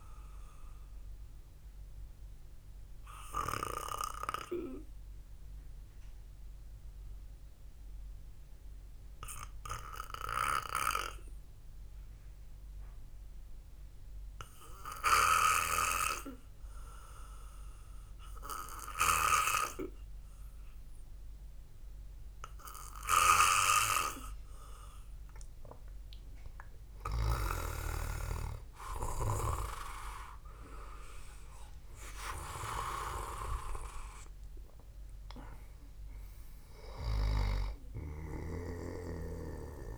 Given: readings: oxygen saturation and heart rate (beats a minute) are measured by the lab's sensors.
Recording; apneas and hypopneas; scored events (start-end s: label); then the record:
breathing in sleep by a room microphone; 1
0.00-11.50 s: oxygen desaturation (device-marked, oxygen 89% lowest, heart rate 66 extreme)
3.00-27.00 s: mixed apnea (oxygen 99% before, 89% lowest, heart rate 72 before, 66 extreme, up 8 after)
26.50-39.98 s: oxygen desaturation (device-marked, oxygen 97% before, 90% lowest, heart rate 70 before, 64 extreme)
28.50-33.00 s: arousal
From the record:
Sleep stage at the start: N2 (light sleep); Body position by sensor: on the back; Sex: male